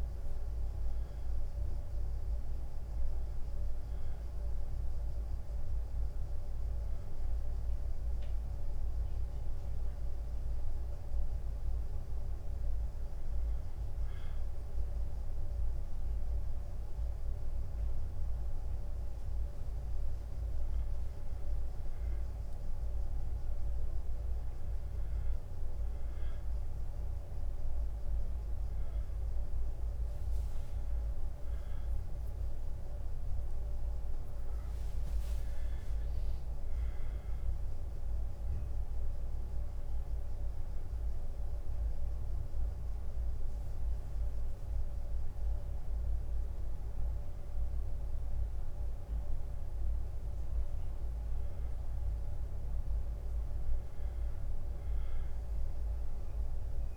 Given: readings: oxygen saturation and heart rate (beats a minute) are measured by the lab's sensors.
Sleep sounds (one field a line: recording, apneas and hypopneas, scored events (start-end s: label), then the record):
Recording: breathing in sleep, hard to hear, by a room microphone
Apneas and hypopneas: 2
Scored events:
0.00-8.50 s: drop in pulse transit time (device-marked, heart rate 81 extreme)
4.50-19.50 s: hypopnea (oxygen 97% before, 91% lowest, heart rate 83 before, 84 extreme, up 2 after)
7.50-56.96 s: new sleep stage, N1 (lightest sleep)
20.50-26.50 s: oxygen desaturation (device-marked, oxygen 95% before, 91% lowest, heart rate 86 before, 84 extreme)
23.50-29.50 s: arousal
38.50-51.00 s: hypopnea (oxygen 98% before, 93% lowest, heart rate 86 before, 84 extreme, up 1 after)
55.00-56.96 s: arousal
From the record:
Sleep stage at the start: N2 (light sleep)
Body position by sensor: on the back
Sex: male